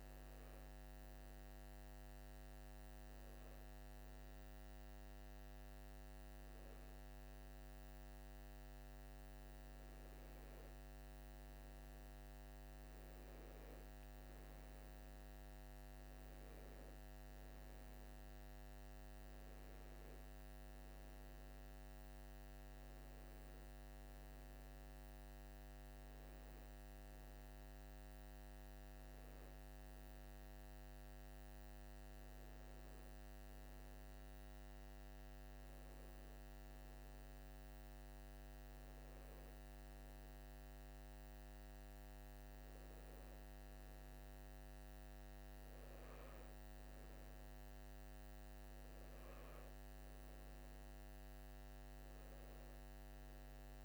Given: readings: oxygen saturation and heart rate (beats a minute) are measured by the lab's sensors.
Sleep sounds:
breathing in sleep, hard to hear, by a microphone on the trachea; none
none scored
From the record:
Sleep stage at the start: N2 (light sleep); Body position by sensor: on the right side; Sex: male

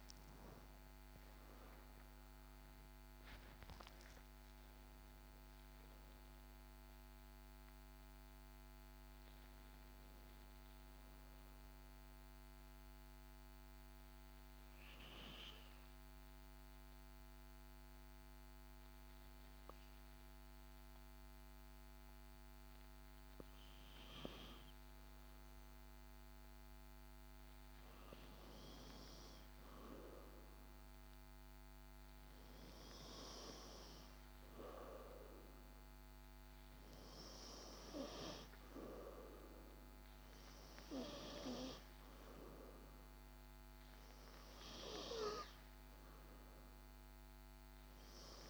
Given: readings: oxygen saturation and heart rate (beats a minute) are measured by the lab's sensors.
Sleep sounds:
breathing in sleep by a microphone on the trachea; 1
9.00-25.00 s: oxygen desaturation (device-marked, oxygen 95% before, 90% lowest, heart rate 64 before, 52 extreme)
12.50-25.50 s: obstructive apnea (oxygen 95% before, 90% lowest, heart rate 64 before, 53 extreme, up 1 after)
28.50-31.50 s: arousal
47.00-48.50 s: oxygen desaturation (device-marked, oxygen 96% before, 92% lowest, heart rate 57 before, 52 extreme)
From the record:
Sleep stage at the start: N2 (light sleep); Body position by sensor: on the back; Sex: female

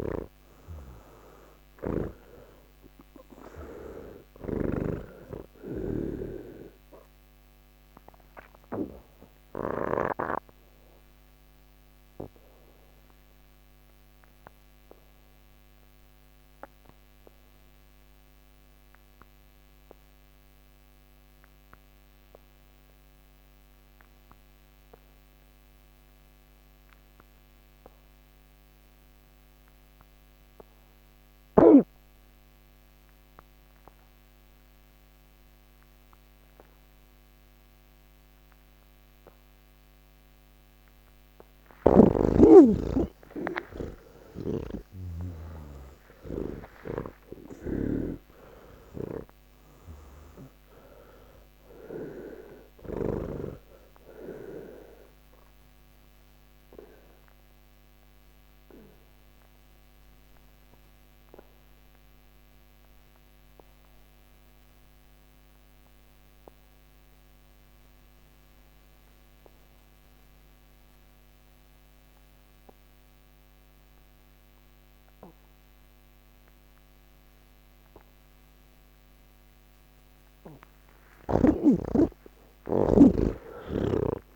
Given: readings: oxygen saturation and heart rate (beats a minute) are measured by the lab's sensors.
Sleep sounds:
breathing in sleep by a microphone on the trachea; 2
0.00-5.00 s: snoring (device-marked)
0.00-23.00 s: oxygen desaturation (device-marked, oxygen 83% lowest, heart rate 39 extreme)
8.50-41.50 s: obstructive apnea (oxygen 100% before, 80% lowest, heart rate 112 before, 77 extreme)
36.00-53.00 s: oxygen desaturation (device-marked, oxygen 98% before, 87% lowest, heart rate 143 before, 77 extreme)
44.50-53.50 s: snoring (device-marked)
55.00-79.50 s: obstructive apnea (oxygen 98% before, 80% lowest, heart rate 105 before, 43 extreme)
59.00-71.00 s: oxygen desaturation (device-marked, oxygen 88% before, 80% lowest, heart rate 105 before, 79 extreme)
80.00-84.36 s: oxygen desaturation (device-marked, oxygen 99% before, 80% lowest)
From the record:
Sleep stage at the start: N1 (lightest sleep); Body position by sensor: on the back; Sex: male

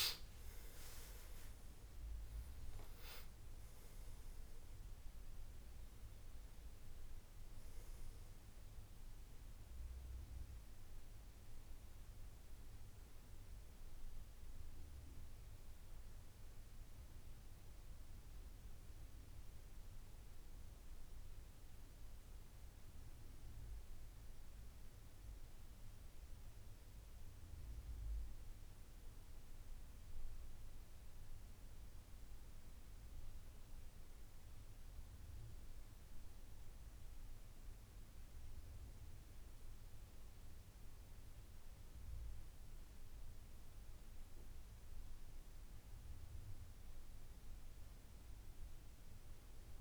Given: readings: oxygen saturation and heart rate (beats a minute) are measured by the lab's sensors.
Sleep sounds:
a person awake in a sleep study, hard to hear, by a room microphone; 1
0.00-21.50 s: oxygen desaturation (device-marked, oxygen 86% lowest, heart rate 77 extreme)
29.50-49.81 s: new sleep stage, N2 (light sleep)
33.00-44.50 s: central apnea (oxygen 98% before, 91% lowest, heart rate 83 before, 76 extreme, up 10 after)
48.50-49.81 s: arousal
From the record:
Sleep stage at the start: awake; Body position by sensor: on the back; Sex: male

